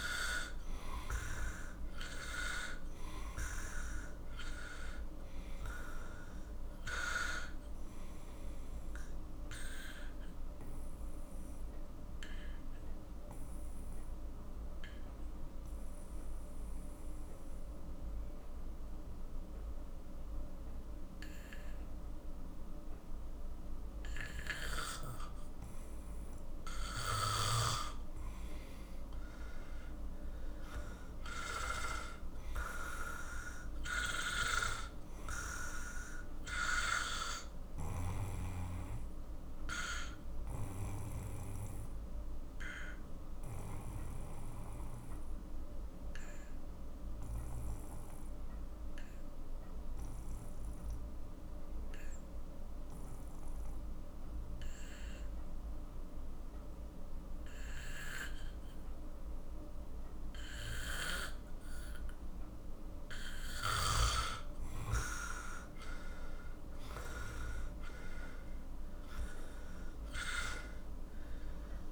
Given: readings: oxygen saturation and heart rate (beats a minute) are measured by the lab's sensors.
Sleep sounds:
breathing in sleep by a room microphone; 2
0.00-19.00 s: oxygen desaturation (device-marked, oxygen 92% lowest, heart rate 43 extreme)
8.00-26.50 s: obstructive apnea (oxygen 98% before, 92% lowest, heart rate 64 before, 42 extreme, up 18 after)
28.00-32.50 s: arousal
33.00-52.00 s: oxygen desaturation (device-marked, oxygen 98% before, 92% lowest, heart rate 50 before, 42 extreme)
42.50-64.00 s: obstructive apnea (oxygen 98% before, 92% lowest, heart rate 55 before, 44 extreme, up 16 after)
65.50-70.00 s: arousal
68.00-71.92 s: oxygen desaturation (device-marked, oxygen 96% before, 92% lowest, heart rate 48 before, 44 extreme)
From the record:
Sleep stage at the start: N2 (light sleep); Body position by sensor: on the back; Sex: male

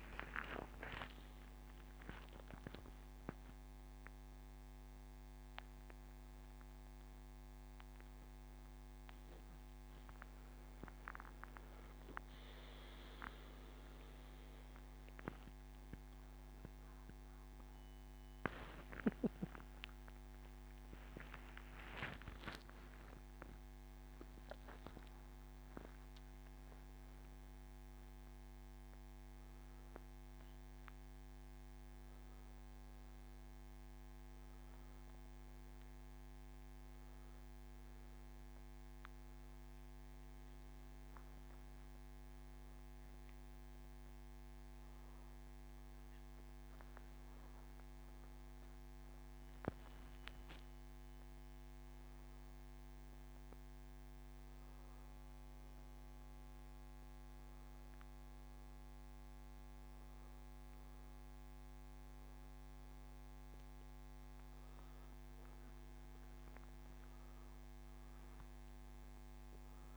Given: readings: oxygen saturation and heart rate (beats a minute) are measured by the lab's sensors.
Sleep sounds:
a person awake in a sleep study, by a microphone on the trachea; none
7.00-69.97 s: new sleep stage, awake
From the record:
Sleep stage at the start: N2 (light sleep); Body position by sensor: on the back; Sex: male

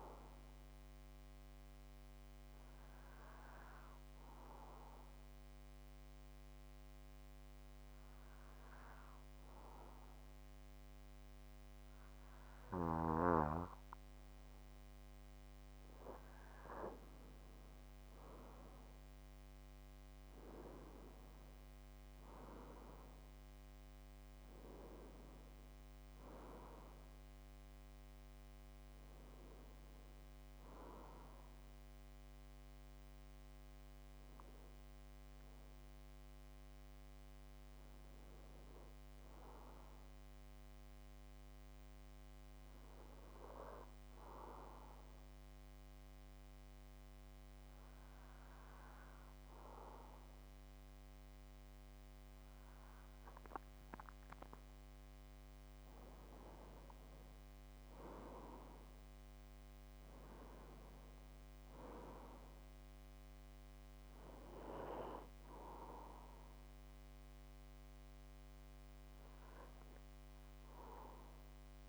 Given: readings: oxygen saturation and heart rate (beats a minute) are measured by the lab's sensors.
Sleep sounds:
breathing in sleep by a microphone on the trachea; 2
0.00-7.50 s: oxygen desaturation (device-marked, oxygen 91% lowest)
1.50-15.00 s: obstructive apnea (oxygen 95% before, 91% lowest)
17.00-21.00 s: arousal
21.50-43.50 s: oxygen desaturation (device-marked, oxygen 96% before, 91% lowest)
36.00-54.50 s: hypopnea (oxygen 96% before, 90% lowest)
56.00-60.50 s: arousal
From the record:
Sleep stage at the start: N2 (light sleep); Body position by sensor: on the back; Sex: male

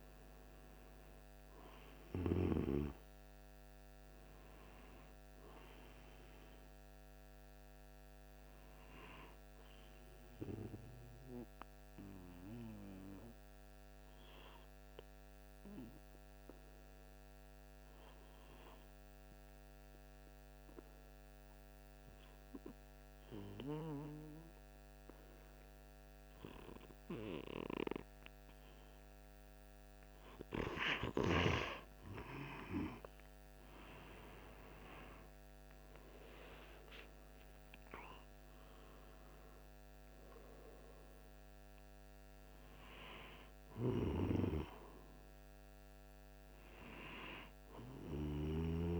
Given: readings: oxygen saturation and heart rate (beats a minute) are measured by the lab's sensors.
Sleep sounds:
breathing in sleep by a microphone on the trachea; 1
11.00-29.00 s: obstructive apnea (oxygen 97% before, 94% lowest, heart rate 47 before, 44 extreme, up 4 after)
32.00-37.00 s: arousal
From the record:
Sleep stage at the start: N2 (light sleep); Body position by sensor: on the right side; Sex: male

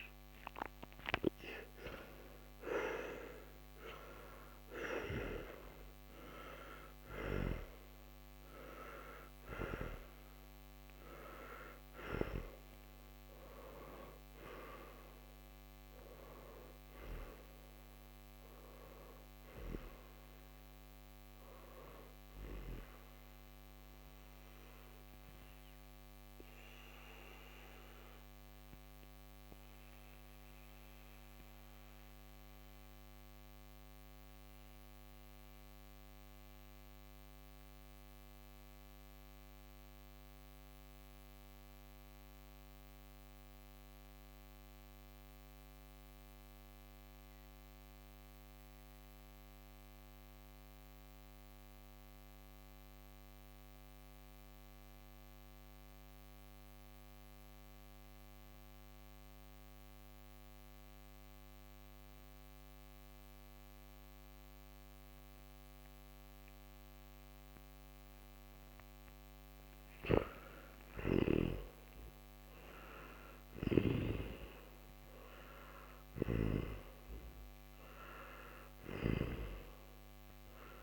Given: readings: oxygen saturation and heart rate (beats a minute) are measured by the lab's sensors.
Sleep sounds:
breathing in sleep by a microphone on the trachea; 1
0.00-1.50 s: arousal
0.00-31.50 s: oxygen desaturation (device-marked, oxygen 85% lowest, heart rate 44 extreme)
24.00-69.00 s: mixed apnea (oxygen 95% before, 85% lowest, heart rate 67 before, 44 extreme, up 22 after)
70.50-74.50 s: arousal
73.50-80.83 s: oxygen desaturation (device-marked, oxygen 97% before, 89% lowest, heart rate 58 before, 48 extreme)
75.50-79.00 s: snoring (device-marked)
From the record:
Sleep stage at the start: N2 (light sleep); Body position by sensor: on the back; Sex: male

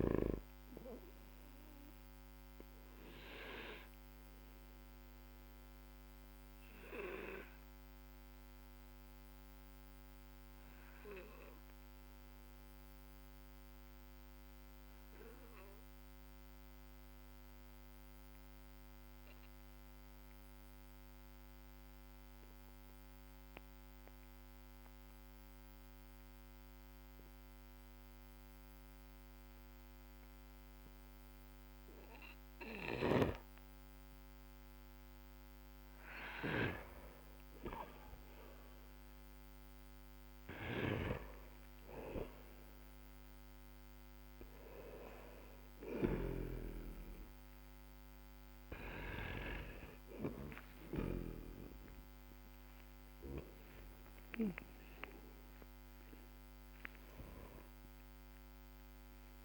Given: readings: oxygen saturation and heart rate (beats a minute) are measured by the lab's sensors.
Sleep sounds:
breathing in sleep by a microphone on the trachea; 1
0.00-23.00 s: oxygen desaturation (device-marked, oxygen 97% before, 94% lowest, heart rate 54 before, 45 extreme)
2.50-37.50 s: obstructive apnea (oxygen 99% before, 93% lowest, heart rate 53 before, 45 extreme, up 5 after)
32.50-36.50 s: snoring (device-marked)
39.50-44.00 s: arousal
45.50-51.00 s: snoring (device-marked)
50.00-59.45 s: oxygen desaturation (device-marked, oxygen 97% before, 93% lowest, heart rate 58 before, 47 extreme)
From the record:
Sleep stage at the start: N2 (light sleep); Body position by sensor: on the back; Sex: male

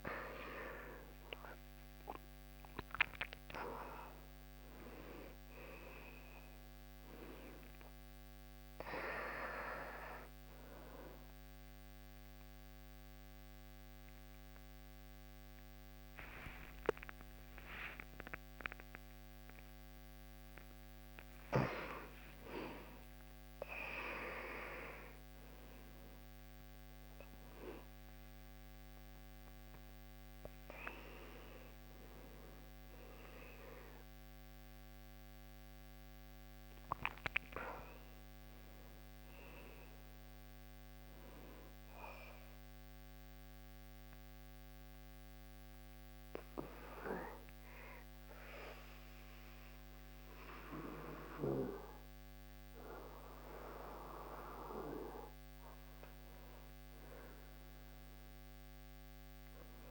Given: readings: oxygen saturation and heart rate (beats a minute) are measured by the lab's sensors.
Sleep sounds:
a person partly awake in a sleep study, by a microphone on the trachea; 1
24.50-59.91 s: new sleep stage, N1 (lightest sleep)
43.00-55.50 s: hypopnea (oxygen 99% before, 94% lowest, heart rate 83 before, 72 extreme, up 3 after)
58.50-59.91 s: arousal
From the record:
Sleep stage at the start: awake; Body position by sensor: on the back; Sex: male

